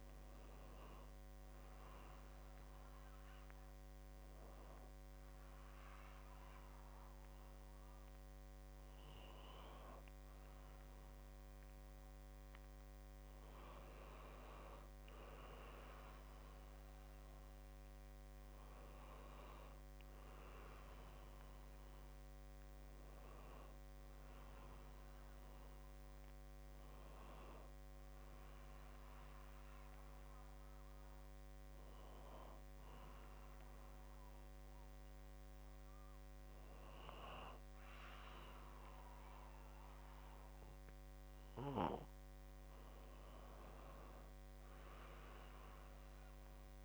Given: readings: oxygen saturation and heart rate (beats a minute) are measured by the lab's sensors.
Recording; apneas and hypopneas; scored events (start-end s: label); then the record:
breathing in sleep by a microphone on the trachea; 2
3.00-14.00 s: hypopnea (oxygen 96% before, 95% lowest, heart rate 67 before, 65 extreme, up 0 after)
18.50-22.50 s: arousal
30.00-42.50 s: hypopnea (oxygen 97% before, 95% lowest, heart rate 66 before, 65 extreme, up 0 after)
From the record:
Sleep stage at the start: N2 (light sleep); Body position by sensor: on the back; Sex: male